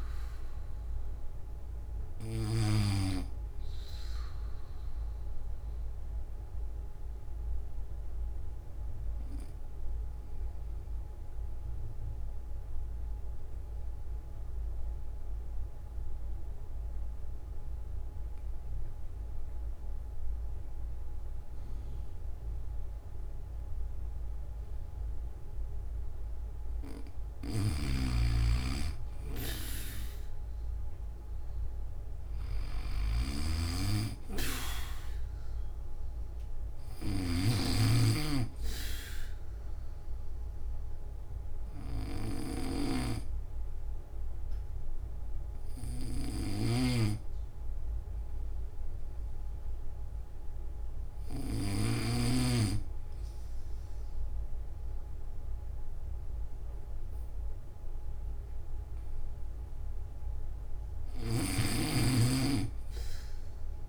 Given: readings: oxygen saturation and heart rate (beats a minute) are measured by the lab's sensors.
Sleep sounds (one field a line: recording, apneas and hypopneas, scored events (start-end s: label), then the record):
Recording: breathing in sleep by a room microphone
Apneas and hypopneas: 2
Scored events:
0.00-23.50 s: oxygen desaturation (device-marked, oxygen 79% lowest)
6.00-25.50 s: obstructive apnea (oxygen 91% before, 79% lowest)
27.00-52.00 s: snoring (device-marked)
32.50-52.50 s: oxygen desaturation (device-marked, oxygen 100% before, 89% lowest)
41.50-59.00 s: hypopnea (oxygen 100% before, 83% lowest)
61.00-63.89 s: snoring (device-marked)
From the record:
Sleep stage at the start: N1 (lightest sleep)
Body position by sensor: on the back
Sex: male